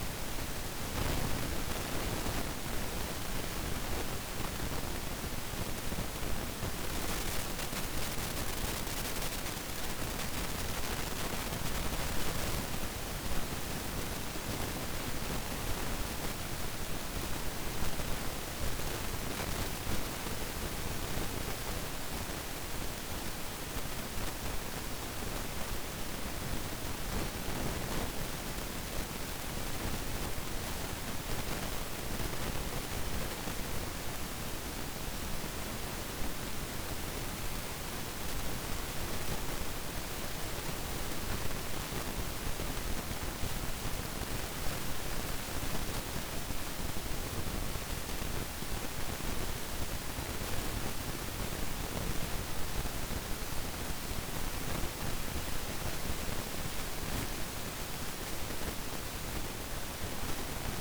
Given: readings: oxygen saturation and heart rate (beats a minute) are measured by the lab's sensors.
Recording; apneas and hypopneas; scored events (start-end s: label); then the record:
breathing in sleep, hard to hear, by a microphone on the trachea; 1
0.50-4.00 s: arousal
11.50-24.00 s: hypopnea (oxygen 96% before, 94% lowest, heart rate 54 before, 52 extreme, up 4 after)
26.50-30.50 s: arousal
From the record:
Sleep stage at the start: N2 (light sleep); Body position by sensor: on the back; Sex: male